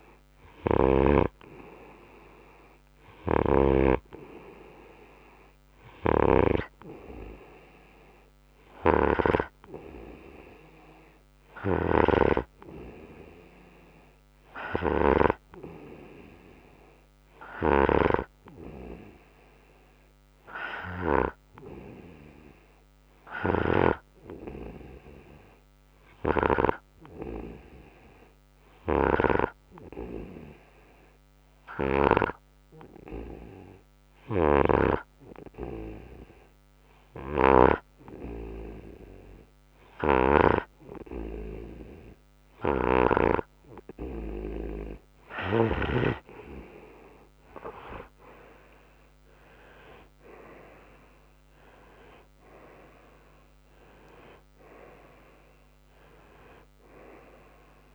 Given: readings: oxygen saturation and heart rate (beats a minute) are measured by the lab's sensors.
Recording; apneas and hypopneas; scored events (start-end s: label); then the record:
breathing in sleep by a microphone on the trachea; 1
0.00-1.50 s: snoring (device-marked)
3.50-32.50 s: snoring (device-marked)
18.00-44.50 s: hypopnea (oxygen 96% before, 91% lowest, heart rate 65 before, 58 extreme, up 5 after)
34.50-38.00 s: snoring (device-marked)
47.50-51.50 s: arousal
From the record:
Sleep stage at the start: N2 (light sleep); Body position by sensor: on the right side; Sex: male